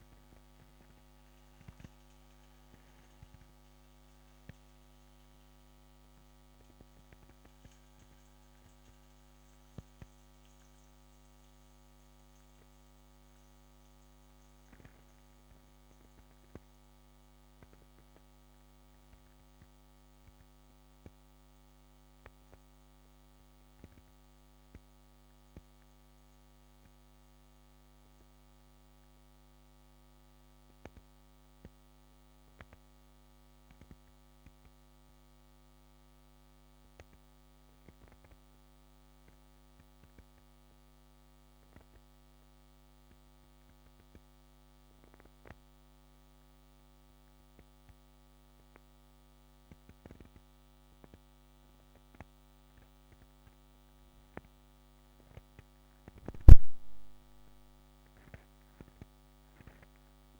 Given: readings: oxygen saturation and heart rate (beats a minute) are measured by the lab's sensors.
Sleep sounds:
a person awake in a sleep study, by a microphone on the trachea; none
none scored
From the record:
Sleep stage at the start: awake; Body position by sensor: upright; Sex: male

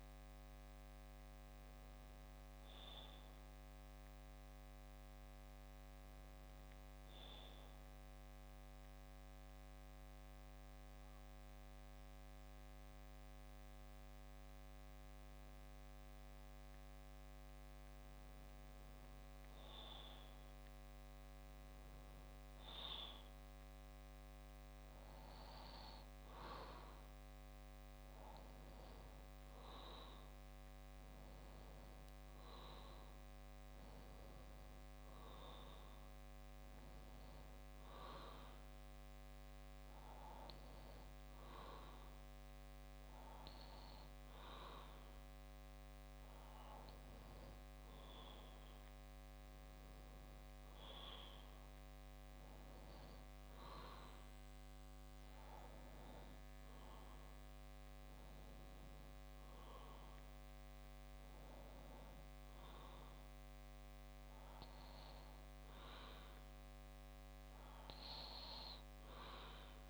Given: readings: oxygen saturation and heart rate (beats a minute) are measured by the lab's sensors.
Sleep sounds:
breathing in sleep by a microphone on the trachea; 1
7.00-19.50 s: hypopnea (oxygen 96% before, 94% lowest, heart rate 70 before, 58 extreme, up 2 after)
23.50-26.50 s: arousal
24.50-26.50 s: bradycardia (device-marked, heart rate 63 before, 60 extreme)
28.50-69.90 s: new sleep stage, N2 (light sleep)
37.50-45.50 s: bradycardia (device-marked, heart rate 63 before, 58 extreme)
53.50-57.50 s: bradycardia (device-marked, heart rate 63 before, 59 extreme)
From the record:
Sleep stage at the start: N1 (lightest sleep); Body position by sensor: on the back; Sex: male

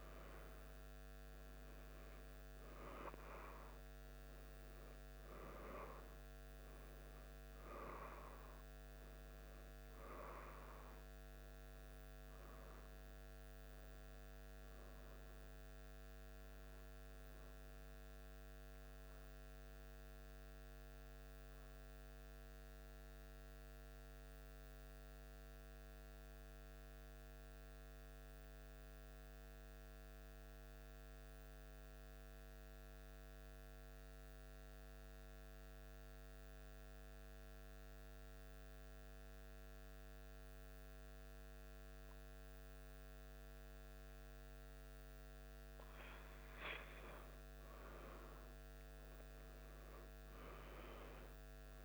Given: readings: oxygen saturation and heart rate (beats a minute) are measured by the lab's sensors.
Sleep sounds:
breathing in sleep by a microphone on the trachea; 1
6.50-18.50 s: oxygen desaturation (device-marked, oxygen 97% before, 93% lowest, heart rate 77 before, 76 extreme)
16.50-46.50 s: new sleep stage, N2 (light sleep)
19.50-45.00 s: central apnea (oxygen 97% before, 94% lowest, heart rate 77 before, 76 extreme, up 1 after)
46.50-51.85 s: new sleep stage, N1 (lightest sleep)
49.50-51.85 s: arousal
From the record:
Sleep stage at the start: N1 (lightest sleep); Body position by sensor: on the back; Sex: male

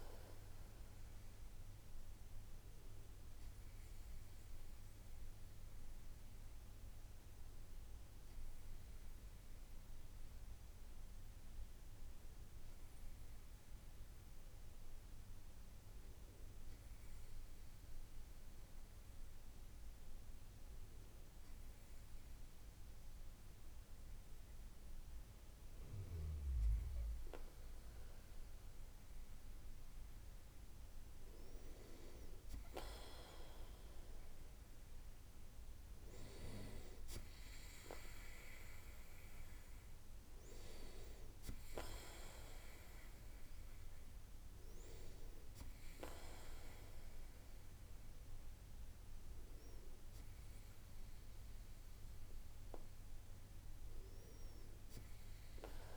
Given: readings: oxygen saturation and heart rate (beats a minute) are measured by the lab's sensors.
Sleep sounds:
breathing in sleep by a room microphone; 1
4.50-16.00 s: hypopnea (oxygen 97% before, 95% lowest, heart rate 66 before, 64 extreme, up 4 after)
18.50-21.00 s: arousal
From the record:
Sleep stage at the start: N2 (light sleep); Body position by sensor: on the right side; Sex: male

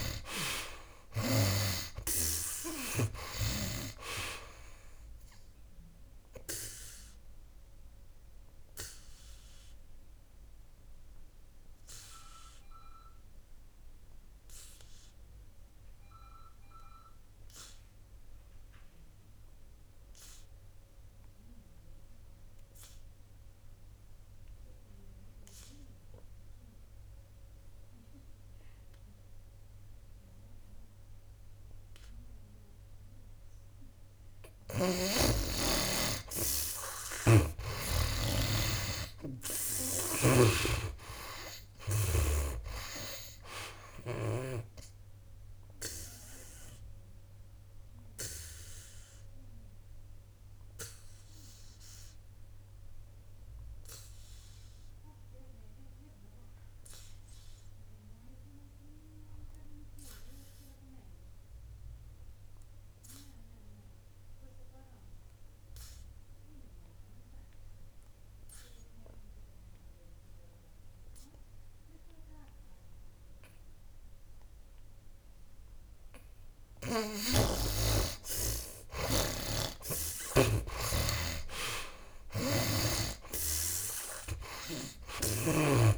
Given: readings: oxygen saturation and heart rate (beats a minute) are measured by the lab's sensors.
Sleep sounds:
breathing in sleep by a room microphone; 2
0.00-2.00 s: arousal
0.00-3.50 s: snoring (device-marked)
5.00-29.00 s: oxygen desaturation (device-marked, oxygen 92% before, 70% lowest, heart rate 66 before, 57 extreme)
6.00-35.00 s: obstructive apnea (oxygen 96% before, 70% lowest, heart rate 67 before, 57 extreme, up 16 after)
36.00-70.00 s: oxygen desaturation (device-marked, oxygen 96% before, 75% lowest, heart rate 59 before, 57 extreme)
37.50-41.00 s: arousal
45.50-76.50 s: obstructive apnea (oxygen 96% before, 67% lowest, heart rate 64 before, 57 extreme, up 18 after)
76.00-85.98 s: oxygen desaturation (device-marked, oxygen 95% before, 67% lowest, heart rate 59 before, 58 extreme)
77.50-81.00 s: snoring (device-marked)
80.00-83.50 s: arousal
From the record:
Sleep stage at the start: N2 (light sleep); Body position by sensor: on the back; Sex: male

